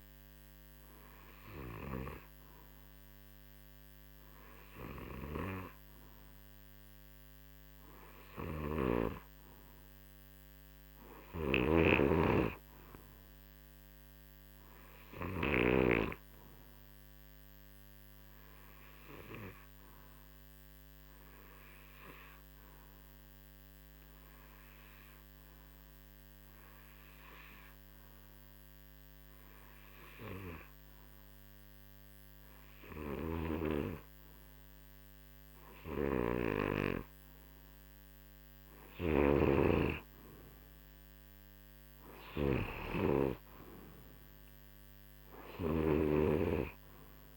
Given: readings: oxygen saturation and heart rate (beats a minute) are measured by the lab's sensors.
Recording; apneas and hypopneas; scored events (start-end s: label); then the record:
breathing in sleep by a microphone on the trachea; 1
8.00-15.50 s: snoring (device-marked)
20.50-34.00 s: hypopnea (oxygen 96% before, 89% lowest, heart rate 65 before, 48 extreme, up 16 after)
35.50-47.37 s: snoring (device-marked)
39.50-44.50 s: arousal
From the record:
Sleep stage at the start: N2 (light sleep); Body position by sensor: on the right side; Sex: male